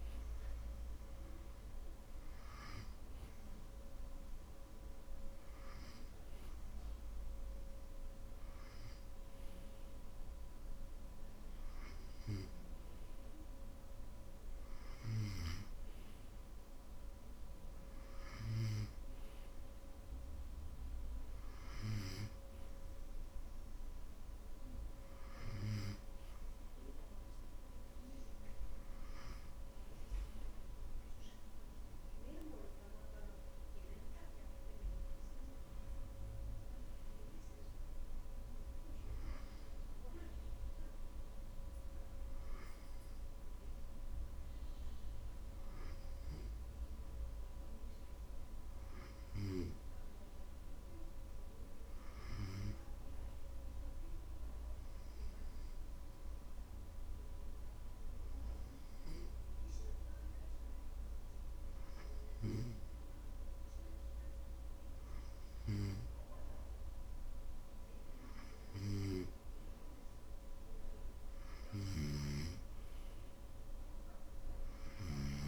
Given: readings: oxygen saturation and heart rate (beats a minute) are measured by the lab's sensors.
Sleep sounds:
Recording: breathing in sleep by a room microphone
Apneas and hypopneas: 1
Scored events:
55.50-67.00 s: hypopnea (oxygen 96% before, 93% lowest, heart rate 60 before, 53 extreme, up 5 after)
69.00-73.00 s: arousal
71.50-75.48 s: snoring (device-marked)
From the record:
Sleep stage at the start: N2 (light sleep)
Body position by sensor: on the back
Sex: male

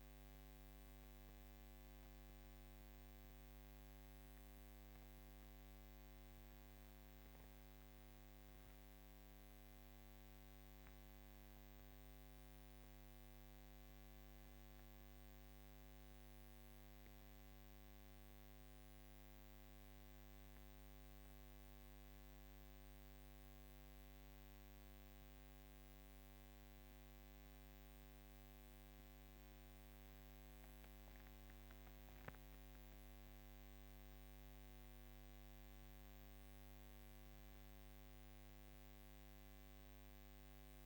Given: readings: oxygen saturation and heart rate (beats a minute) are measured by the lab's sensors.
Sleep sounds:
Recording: breathing in sleep, hard to hear, by a microphone on the trachea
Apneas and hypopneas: none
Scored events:
none scored
From the record:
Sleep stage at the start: N1 (lightest sleep)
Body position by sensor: on the back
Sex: female

